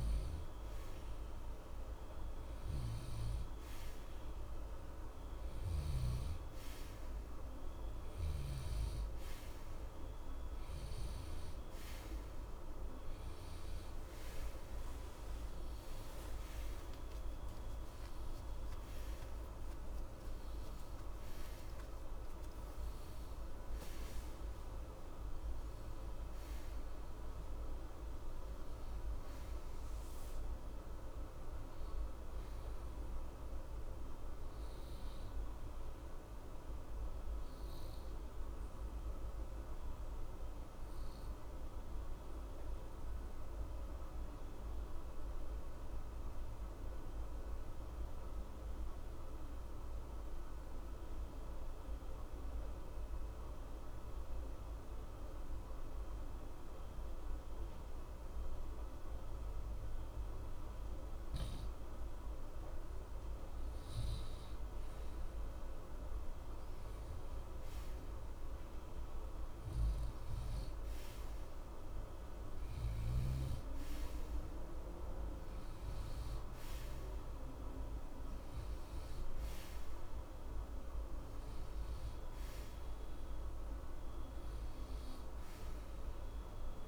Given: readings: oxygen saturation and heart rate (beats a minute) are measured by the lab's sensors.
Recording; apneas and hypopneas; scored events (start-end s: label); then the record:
breathing in sleep, hard to hear, by a room microphone; 1
0.00-1.00 s: arousal
15.50-46.50 s: oxygen desaturation (device-marked, oxygen 93% before, 90% lowest, heart rate 61 before, 60 extreme)
20.50-24.50 s: arousal
38.00-62.00 s: obstructive apnea (oxygen 93% before, 90% lowest, heart rate 61 before, 61 extreme, up 2 after)
63.50-67.50 s: arousal
68.50-86.88 s: oxygen desaturation (device-marked, oxygen 96% before, 90% lowest, heart rate 61 before, 61 extreme)
From the record:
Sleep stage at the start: N2 (light sleep); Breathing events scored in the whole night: 302 in 5.8 hours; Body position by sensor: on the right side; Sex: male